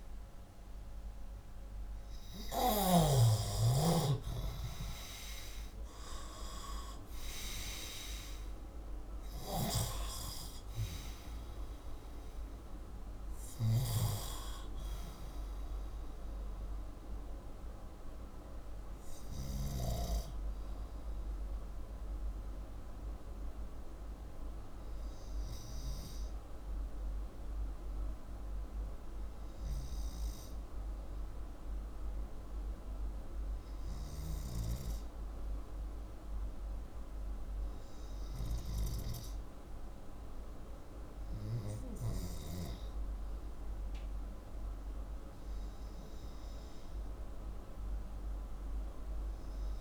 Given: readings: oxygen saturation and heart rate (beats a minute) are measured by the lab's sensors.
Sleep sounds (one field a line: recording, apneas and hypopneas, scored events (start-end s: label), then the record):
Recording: breathing in sleep by a room microphone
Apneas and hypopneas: none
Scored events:
0.00-2.50 s: snoring (device-marked)
0.00-3.50 s: arousal
33.50-49.50 s: oxygen desaturation (device-marked, oxygen 95% before, 87% lowest, heart rate 70 before, 58 extreme)
From the record:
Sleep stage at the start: REM sleep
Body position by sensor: upright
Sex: male